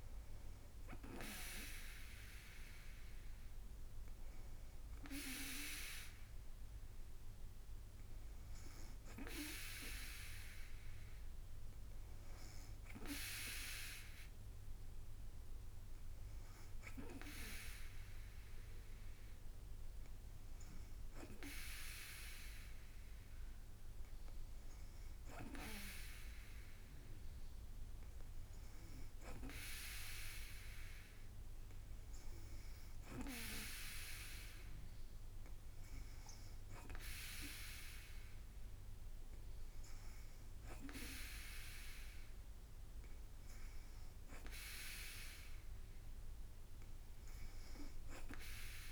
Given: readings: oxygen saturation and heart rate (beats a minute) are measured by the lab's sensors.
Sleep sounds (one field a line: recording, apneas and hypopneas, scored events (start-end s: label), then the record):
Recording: breathing in sleep by a room microphone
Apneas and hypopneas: none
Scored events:
none scored
From the record:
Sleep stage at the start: N2 (light sleep)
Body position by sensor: on the back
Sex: female